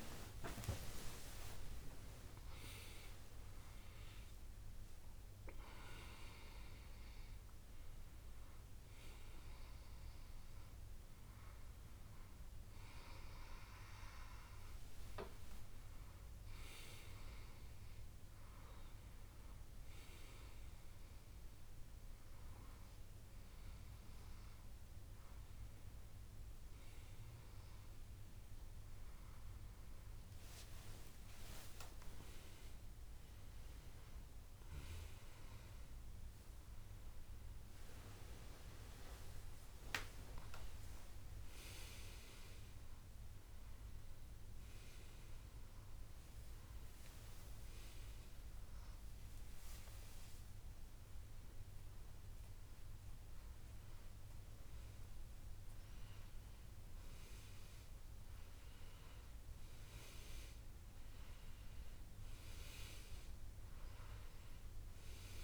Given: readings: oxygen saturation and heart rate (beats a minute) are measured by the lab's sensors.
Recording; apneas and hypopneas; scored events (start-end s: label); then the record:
a person awake in a sleep study, by a room microphone; none
0.00-7.50 s: oxygen desaturation (device-marked, oxygen 93% lowest, heart rate 72 extreme)
54.50-65.44 s: new sleep stage, N1 (lightest sleep)
60.50-62.50 s: long interval between heartbeats (device-marked, heart rate 82 before, 82 extreme)
From the record:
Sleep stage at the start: awake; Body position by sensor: on the back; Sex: male